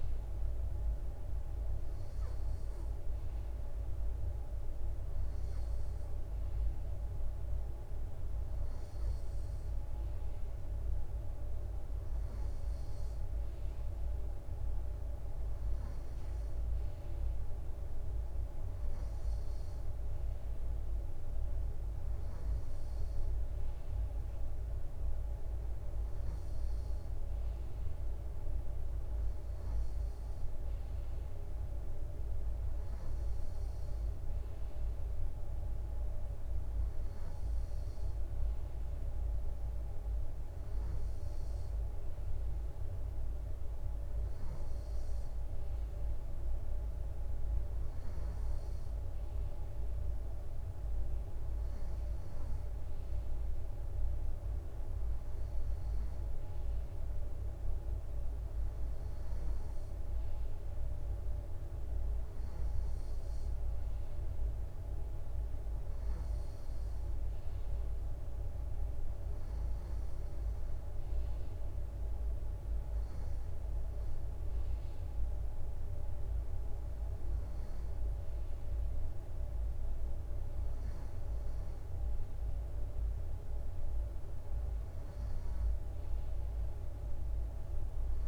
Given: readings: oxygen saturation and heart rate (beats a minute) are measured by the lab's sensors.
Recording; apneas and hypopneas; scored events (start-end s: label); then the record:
breathing in sleep, hard to hear, by a room microphone; none
none scored
From the record:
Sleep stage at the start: N2 (light sleep); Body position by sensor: on the right side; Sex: male